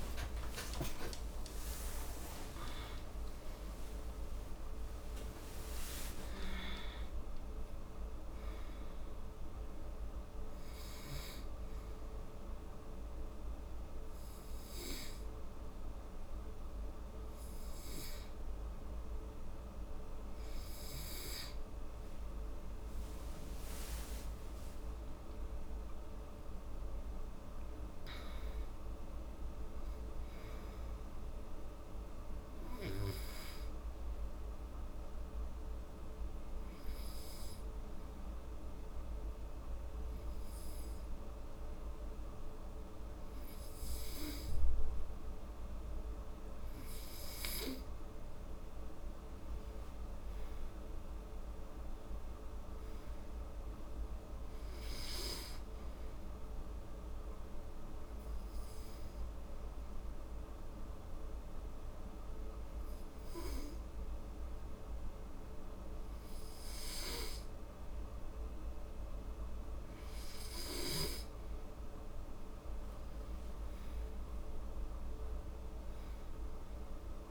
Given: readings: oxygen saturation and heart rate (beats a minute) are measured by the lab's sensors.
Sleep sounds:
breathing in sleep, hard to hear, by a room microphone; 3
0.00-1.50 s: arousal
0.00-26.00 s: oxygen desaturation (device-marked, oxygen 87% lowest, heart rate 71 extreme)
11.50-21.50 s: hypopnea (oxygen 96% before, 87% lowest, heart rate 87 before, 71 extreme, up 11 after)
22.00-26.00 s: arousal
36.50-47.50 s: obstructive apnea (oxygen 98% before, 89% lowest, heart rate 78 before, 72 extreme, up 10 after)
49.00-53.00 s: arousal
55.00-72.00 s: oxygen desaturation (device-marked, oxygen 97% before, 90% lowest, heart rate 75 before, 73 extreme)
56.00-70.00 s: obstructive apnea (oxygen 98% before, 89% lowest, heart rate 75 before, 73 extreme, up 8 after)
72.50-76.50 s: arousal
74.00-77.31 s: oxygen desaturation (device-marked, oxygen 97% before, 89% lowest, heart rate 76 before, 74 extreme)
From the record:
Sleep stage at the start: N2 (light sleep); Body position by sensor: on the back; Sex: female

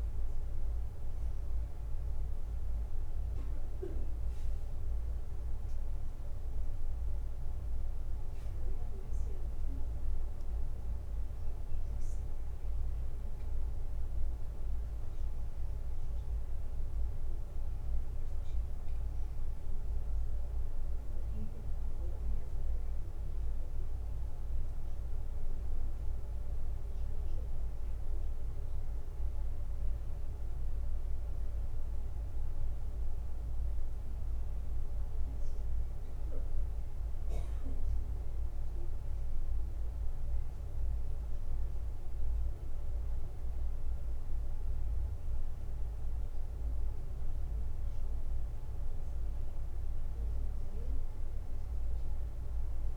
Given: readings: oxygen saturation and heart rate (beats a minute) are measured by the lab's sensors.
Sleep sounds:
a person awake in a sleep study, hard to hear, by a room microphone; none
none scored
From the record:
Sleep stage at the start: awake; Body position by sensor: on the back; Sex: male

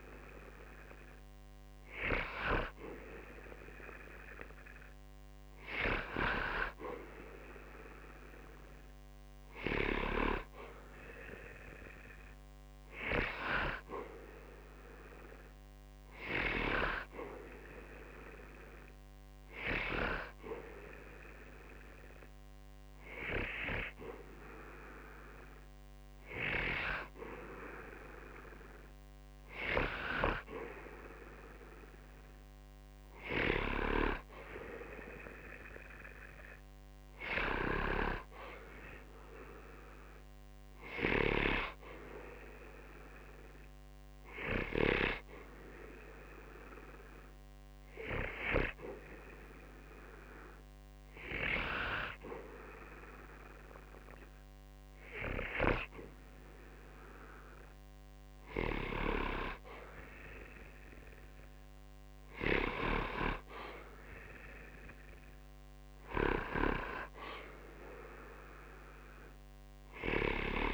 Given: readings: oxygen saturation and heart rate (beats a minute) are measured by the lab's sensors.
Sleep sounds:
breathing in sleep by a microphone on the trachea; 2
11.50-14.50 s: arousal
18.00-29.00 s: hypopnea (oxygen 94% before, 91% lowest, heart rate 68 before, 60 extreme, up 7 after)
34.00-37.00 s: arousal
45.00-58.00 s: hypopnea (oxygen 94% before, 91% lowest, heart rate 70 before, 60 extreme, up 4 after)
61.00-65.00 s: arousal
From the record:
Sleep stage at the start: N2 (light sleep); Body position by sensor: on the back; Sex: male

